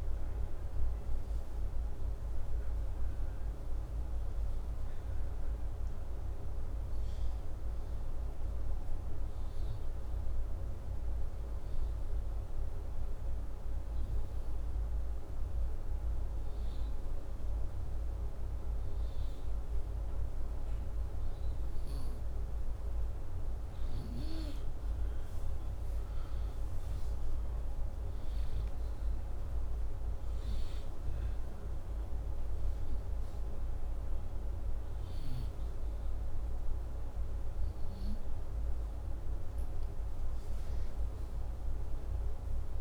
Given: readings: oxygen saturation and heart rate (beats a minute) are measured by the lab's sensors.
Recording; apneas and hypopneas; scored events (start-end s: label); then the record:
breathing in sleep, hard to hear, by a room microphone; 1
4.50-14.50 s: hypopnea (oxygen 97% before, 93% lowest, heart rate 83 before, 80 extreme, up 1 after)
16.50-20.00 s: arousal
From the record:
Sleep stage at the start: N2 (light sleep); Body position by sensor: upright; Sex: male